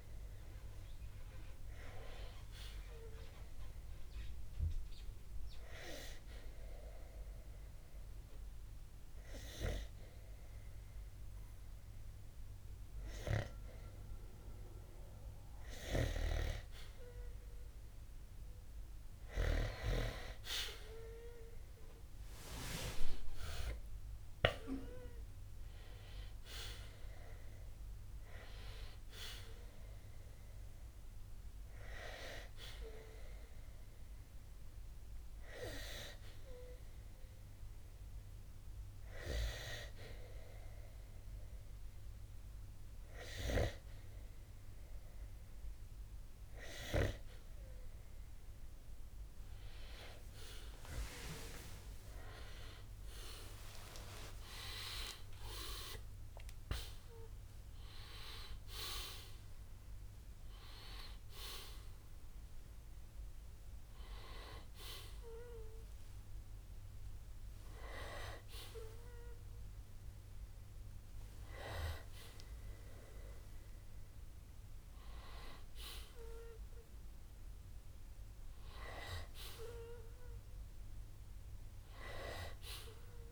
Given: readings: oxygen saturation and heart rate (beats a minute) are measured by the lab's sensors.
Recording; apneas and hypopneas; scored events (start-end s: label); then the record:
breathing in sleep by a room microphone; 1
22.00-26.50 s: arousal
24.00-45.00 s: oxygen desaturation (device-marked, oxygen 94% before, 90% lowest, heart rate 63 before, 60 extreme)
33.50-45.50 s: hypopnea (oxygen 95% before, 90% lowest, heart rate 61 before, 60 extreme, up 55 after)
49.50-54.00 s: arousal
From the record:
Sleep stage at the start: N2 (light sleep); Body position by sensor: on the back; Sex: male